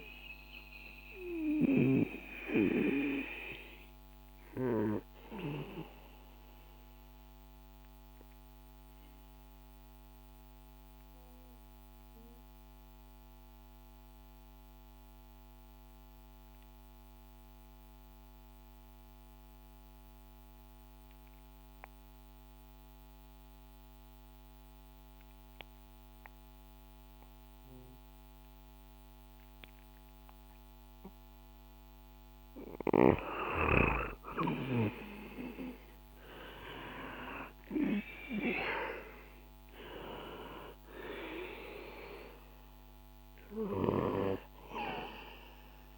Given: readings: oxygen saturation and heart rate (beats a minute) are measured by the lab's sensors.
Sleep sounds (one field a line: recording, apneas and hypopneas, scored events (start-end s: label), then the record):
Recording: breathing in sleep by a microphone on the trachea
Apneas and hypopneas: 1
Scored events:
0.00-17.50 s: oxygen desaturation (device-marked, oxygen 92% lowest, heart rate 61 extreme)
6.00-30.00 s: mixed apnea (oxygen 97% before, 91% lowest, heart rate 65 before, 61 extreme, up 6 after)
33.50-38.50 s: arousal
33.50-45.98 s: oxygen desaturation (device-marked, oxygen 97% before, 91% lowest, heart rate 63 before, 61 extreme)
From the record:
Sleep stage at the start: N2 (light sleep)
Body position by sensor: on the back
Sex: male